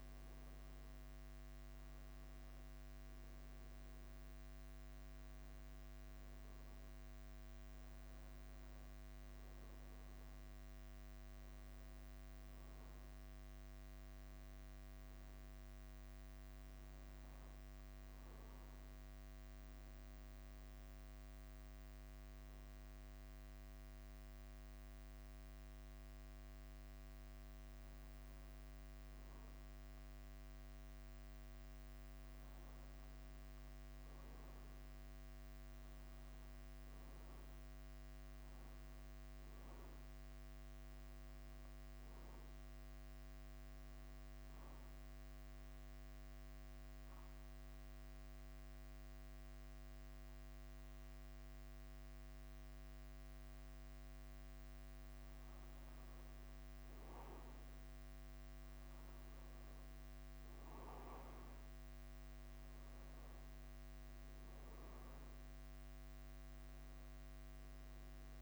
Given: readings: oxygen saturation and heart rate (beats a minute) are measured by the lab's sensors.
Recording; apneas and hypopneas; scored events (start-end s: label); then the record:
breathing in sleep, hard to hear, by a microphone on the trachea; 1
0.00-68.41 s: bradycardia (device-marked, heart rate 45 extreme)
17.00-19.00 s: long interval between heartbeats (device-marked, heart rate 50 before, 54 extreme)
45.50-55.50 s: obstructive apnea (oxygen 97% before, 94% lowest, heart rate 51 before, 49 extreme, up 1 after)
57.00-61.00 s: arousal
From the record:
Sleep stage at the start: N2 (light sleep); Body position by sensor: on the back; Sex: male